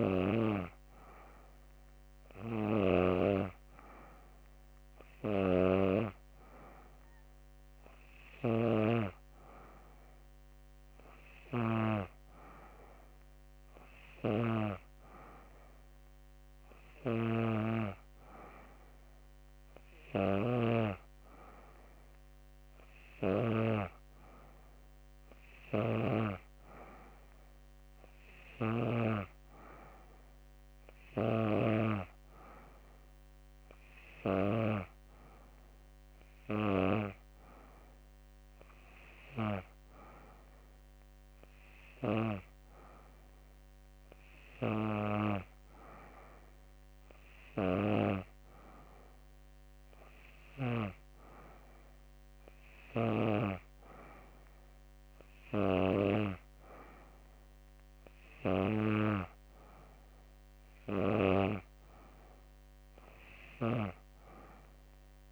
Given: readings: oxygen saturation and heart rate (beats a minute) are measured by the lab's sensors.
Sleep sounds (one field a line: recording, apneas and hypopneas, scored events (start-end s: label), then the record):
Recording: breathing in sleep by a microphone on the trachea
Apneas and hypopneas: none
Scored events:
none scored
From the record:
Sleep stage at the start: N3 (deep sleep)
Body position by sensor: on the back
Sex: female